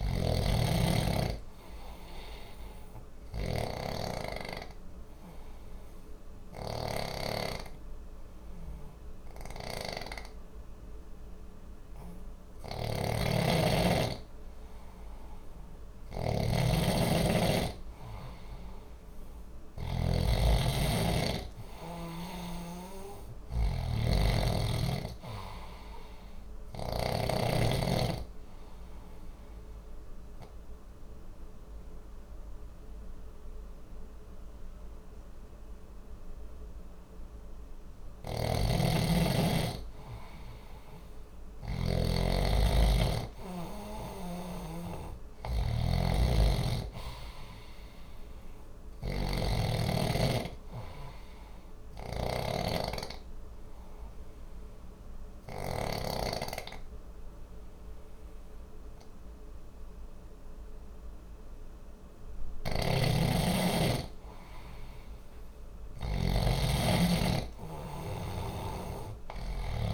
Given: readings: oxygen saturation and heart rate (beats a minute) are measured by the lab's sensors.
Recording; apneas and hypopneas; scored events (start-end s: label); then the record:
breathing in sleep by a room microphone; 3
0.00-4.50 s: oxygen desaturation (device-marked, oxygen 90% lowest, heart rate 59 extreme)
0.00-6.50 s: snoring (device-marked)
3.50-14.50 s: obstructive apnea (oxygen 94% before, 90% lowest, heart rate 60 before, 59 extreme, up 1 after)
12.50-20.00 s: snoring (device-marked)
18.00-22.00 s: arousal
28.50-38.50 s: obstructive apnea (oxygen 94% before, 90% lowest, heart rate 60 before, 59 extreme, up 1 after)
38.00-41.50 s: snoring (device-marked)
41.50-44.00 s: arousal
48.50-55.50 s: snoring (device-marked)
52.50-62.50 s: obstructive apnea (oxygen 94% before, 91% lowest, heart rate 60 before, 59 extreme, up 1 after)
62.00-66.00 s: snoring (device-marked)
63.50-69.94 s: oxygen desaturation (device-marked, oxygen 94% before, 91% lowest, heart rate 60 before, 59 extreme)
64.50-69.50 s: arousal
From the record:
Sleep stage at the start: N2 (light sleep); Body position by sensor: on the back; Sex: male